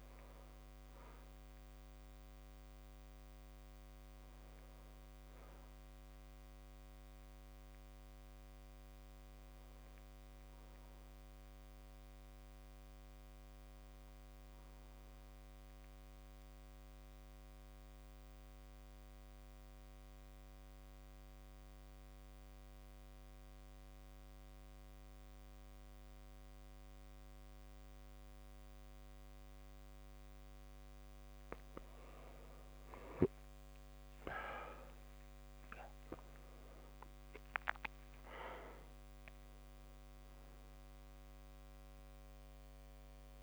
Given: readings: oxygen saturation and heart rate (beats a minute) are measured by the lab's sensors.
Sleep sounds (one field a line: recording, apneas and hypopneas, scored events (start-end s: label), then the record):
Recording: breathing in sleep by a microphone on the trachea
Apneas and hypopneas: 1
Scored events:
0.00-17.50 s: oxygen desaturation (device-marked, oxygen 91% lowest)
15.00-31.50 s: mixed apnea (oxygen 97% before, 94% lowest)
34.00-37.50 s: arousal
39.50-43.43 s: oxygen desaturation (device-marked, oxygen 99% before, 94% lowest)
From the record:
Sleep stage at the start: N2 (light sleep)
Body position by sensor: on the back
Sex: male